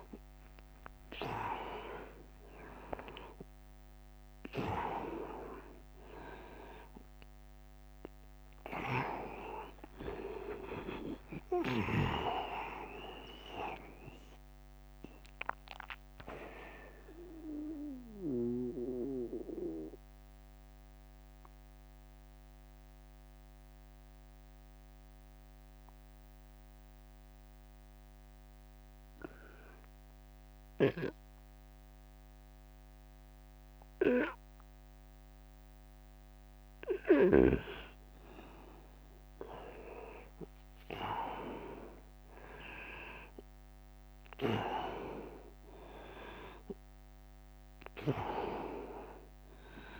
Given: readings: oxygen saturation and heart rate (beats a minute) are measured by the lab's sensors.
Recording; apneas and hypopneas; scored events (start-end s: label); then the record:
breathing in sleep by a microphone on the trachea; 1
0.00-30.50 s: oxygen desaturation (device-marked, oxygen 91% lowest, heart rate 48 extreme)
0.50-2.50 s: bradycardia (device-marked, heart rate 77 before, 68 extreme)
2.00-4.00 s: long interval between heartbeats (device-marked, heart rate 69 before, 68 extreme)
10.50-22.50 s: drop in pulse transit time (device-marked, heart rate 67 before, 57 extreme)
12.00-36.50 s: mixed apnea (oxygen 100% before, 91% lowest, heart rate 68 before, 48 extreme, up 31 after)
14.00-16.00 s: long interval between heartbeats (device-marked, heart rate 69 before, 76 extreme)
16.00-18.00 s: long interval between heartbeats (device-marked, heart rate 71 before, 57 extreme)
18.50-20.50 s: bradycardia (device-marked, heart rate 76 before, 62 extreme)
19.50-21.50 s: long interval between heartbeats (device-marked, heart rate 69 before, 63 extreme)
26.50-33.50 s: bradycardia (device-marked, heart rate 76 before, 48 extreme)
27.50-29.50 s: long interval between heartbeats (device-marked, heart rate 67 before, 68 extreme)
31.50-33.50 s: long interval between heartbeats (device-marked, heart rate 64 before, 48 extreme)
35.00-37.00 s: long interval between heartbeats (device-marked, heart rate 60 before, 55 extreme)
38.00-42.00 s: arousal
43.50-50.00 s: bradycardia (device-marked, heart rate 76 before, 49 extreme)
44.00-46.00 s: long interval between heartbeats (device-marked, heart rate 62 before, 79 extreme)
46.50-50.00 s: oxygen desaturation (device-marked, oxygen 100% before, 93% lowest, heart rate 65 before, 56 extreme)
48.50-50.00 s: long interval between heartbeats (device-marked, heart rate 64 before, 49 extreme)
From the record:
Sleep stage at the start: N2 (light sleep); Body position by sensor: on the right side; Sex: male